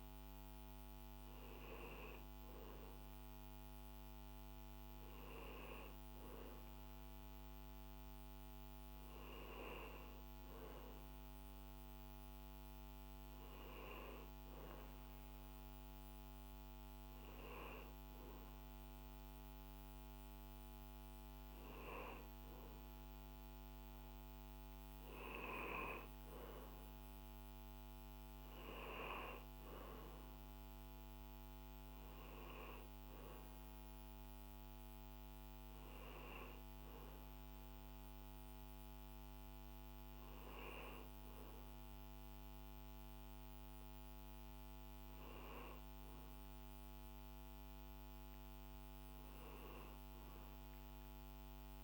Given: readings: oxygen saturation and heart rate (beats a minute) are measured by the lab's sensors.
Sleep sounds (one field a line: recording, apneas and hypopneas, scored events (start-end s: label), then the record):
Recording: breathing in sleep by a microphone on the trachea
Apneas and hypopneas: none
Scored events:
none scored
From the record:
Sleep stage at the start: N1 (lightest sleep)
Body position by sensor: on the back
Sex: male